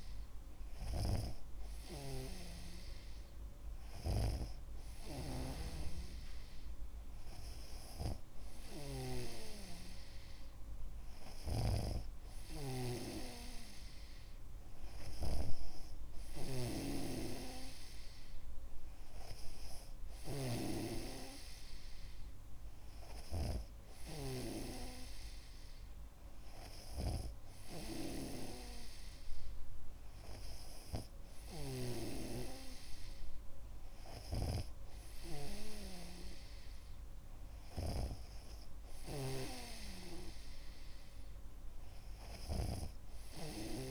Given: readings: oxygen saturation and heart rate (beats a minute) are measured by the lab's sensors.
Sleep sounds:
breathing in sleep by a room microphone; none
0.00-24.00 s: snoring (device-marked)
34.50-40.00 s: snoring (device-marked)
From the record:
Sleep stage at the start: N2 (light sleep); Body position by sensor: on the back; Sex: male

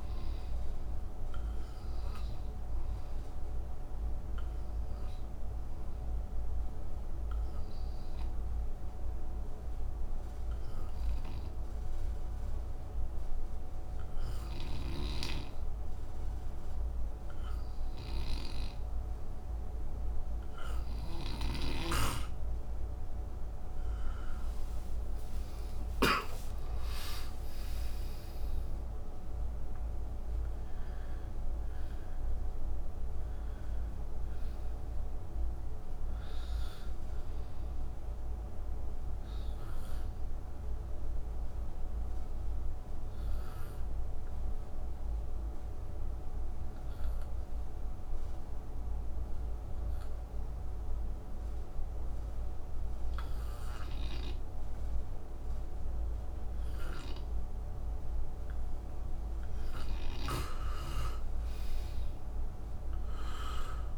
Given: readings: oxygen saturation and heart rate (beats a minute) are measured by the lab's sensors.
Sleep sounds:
breathing in sleep by a room microphone; 2
0.00-6.00 s: oxygen desaturation (device-marked, oxygen 90% lowest, heart rate 59 extreme)
4.00-23.00 s: obstructive apnea (oxygen 98% before, 89% lowest, heart rate 64 before, 54 extreme, up 26 after)
14.50-26.00 s: snoring (device-marked)
25.00-29.50 s: arousal
25.00-49.00 s: oxygen desaturation (device-marked, oxygen 95% before, 90% lowest, heart rate 63 before, 54 extreme)
39.00-58.50 s: obstructive apnea (oxygen 95% before, 89% lowest, heart rate 72 before, 56 extreme, up 8 after)
60.00-63.98 s: oxygen desaturation (device-marked, oxygen 96% before, 89% lowest, heart rate 59 before, 57 extreme)
60.50-63.98 s: arousal
From the record:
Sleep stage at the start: N2 (light sleep); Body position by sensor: on the right side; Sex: male

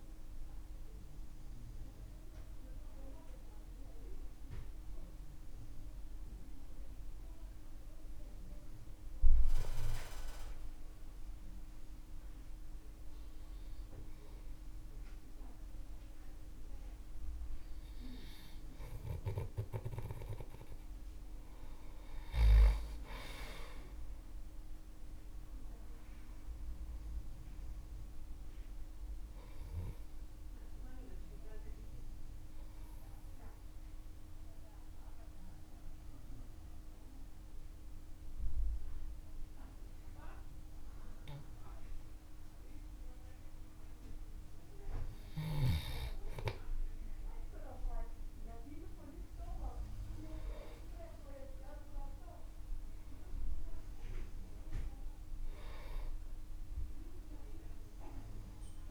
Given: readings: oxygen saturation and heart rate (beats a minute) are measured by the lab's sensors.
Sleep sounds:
breathing in sleep by a room microphone; 2
9.00-20.00 s: obstructive apnea (oxygen 96% before, 93% lowest, heart rate 61 before, 48 extreme, up 23 after)
22.50-26.50 s: arousal
32.00-45.00 s: obstructive apnea (oxygen 97% before, 93% lowest, heart rate 61 before, 48 extreme, up 10 after)
48.50-53.00 s: arousal
From the record:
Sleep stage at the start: N2 (light sleep); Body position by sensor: on the back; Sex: male

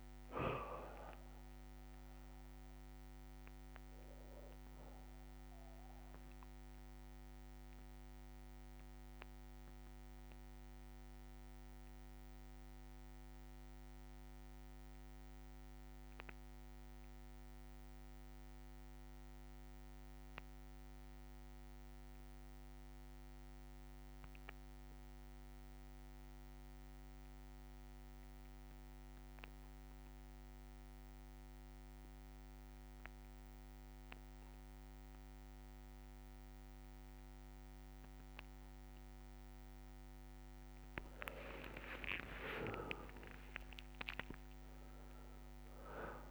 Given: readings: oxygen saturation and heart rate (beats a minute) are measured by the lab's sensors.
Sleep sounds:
breathing in sleep by a microphone on the trachea; 1
0.00-23.00 s: oxygen desaturation (device-marked, oxygen 93% lowest, heart rate 58 extreme)
6.50-39.00 s: obstructive apnea (oxygen 99% before, 91% lowest, heart rate 62 before, 58 extreme, up 5 after)
7.00-25.00 s: bradycardia (device-marked, heart rate 66 before, 58 extreme)
36.00-46.31 s: oxygen desaturation (device-marked, oxygen 99% before, 91% lowest, heart rate 60 before, 58 extreme)
41.50-45.50 s: arousal
From the record:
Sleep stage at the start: N2 (light sleep); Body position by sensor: on the back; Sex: male

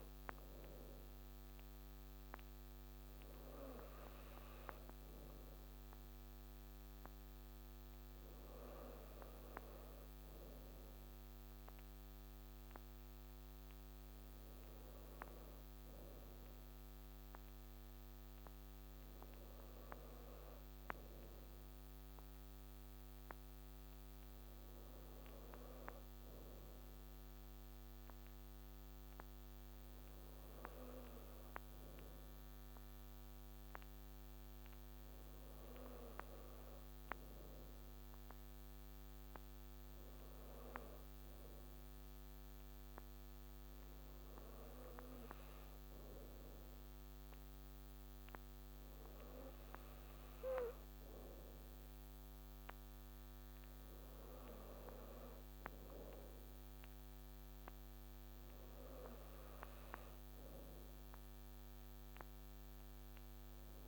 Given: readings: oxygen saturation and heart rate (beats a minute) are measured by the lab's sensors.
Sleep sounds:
breathing in sleep by a microphone on the trachea; none
none scored
From the record:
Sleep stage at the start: N2 (light sleep); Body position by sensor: on the right side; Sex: female

